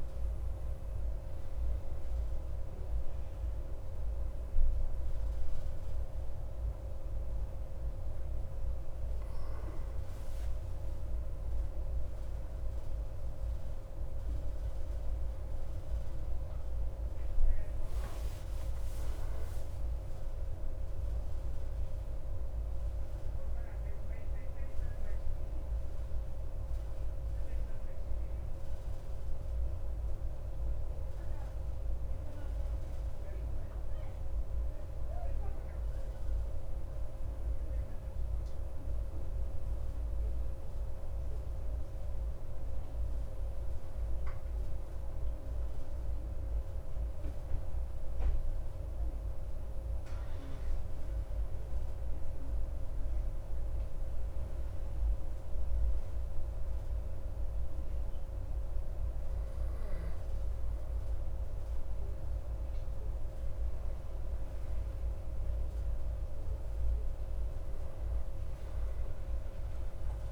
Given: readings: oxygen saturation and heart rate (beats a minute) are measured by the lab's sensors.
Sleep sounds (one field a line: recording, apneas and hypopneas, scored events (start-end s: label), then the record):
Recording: breathing in sleep, hard to hear, by a room microphone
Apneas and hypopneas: none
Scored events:
17.50-21.50 s: arousal
From the record:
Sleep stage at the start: N2 (light sleep)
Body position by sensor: on the back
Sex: male